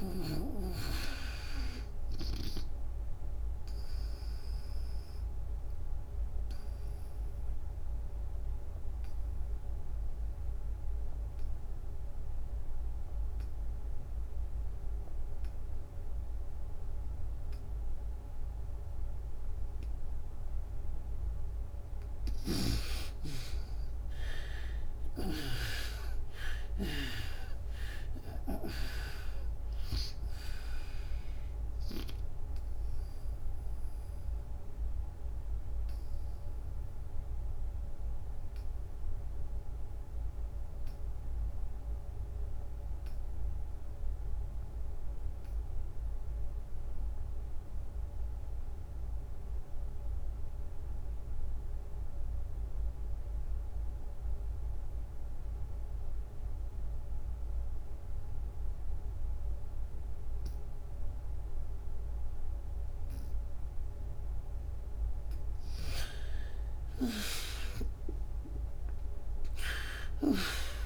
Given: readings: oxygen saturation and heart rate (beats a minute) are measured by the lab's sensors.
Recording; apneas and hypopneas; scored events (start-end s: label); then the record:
breathing in sleep by a room microphone; 2
0.00-10.00 s: oxygen desaturation (device-marked, oxygen 63% lowest, heart rate 74 extreme)
3.00-21.00 s: obstructive apnea (oxygen 93% before, 58% lowest, heart rate 86 before, 74 extreme, up 25 after)
12.00-43.00 s: oxygen desaturation (device-marked, oxygen 94% before, 65% lowest, heart rate 92 before, 66 extreme)
23.50-28.50 s: arousal
33.50-64.00 s: obstructive apnea (oxygen 94% before, 58% lowest, heart rate 88 before, 66 extreme, up 51 after)
45.00-70.86 s: oxygen desaturation (device-marked, oxygen 96% before, 58% lowest, heart rate 95 before, 66 extreme)
67.00-70.86 s: arousal
From the record:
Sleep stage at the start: N2 (light sleep); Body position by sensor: on the back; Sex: female